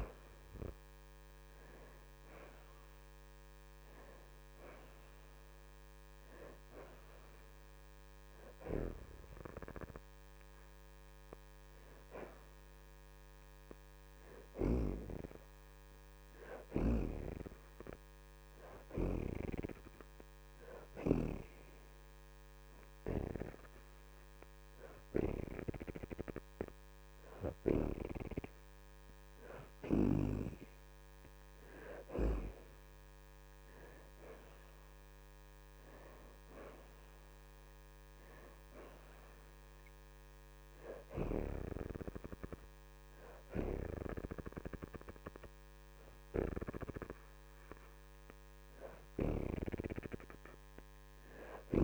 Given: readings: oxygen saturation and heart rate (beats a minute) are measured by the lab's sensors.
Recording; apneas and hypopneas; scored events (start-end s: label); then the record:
breathing in sleep by a microphone on the trachea; none
0.00-1.50 s: arousal
0.00-6.00 s: oxygen desaturation (device-marked, oxygen 66% lowest)
12.00-20.00 s: oxygen desaturation (device-marked, oxygen 71% before, 66% lowest)
From the record:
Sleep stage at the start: N2 (light sleep); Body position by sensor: on the back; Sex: female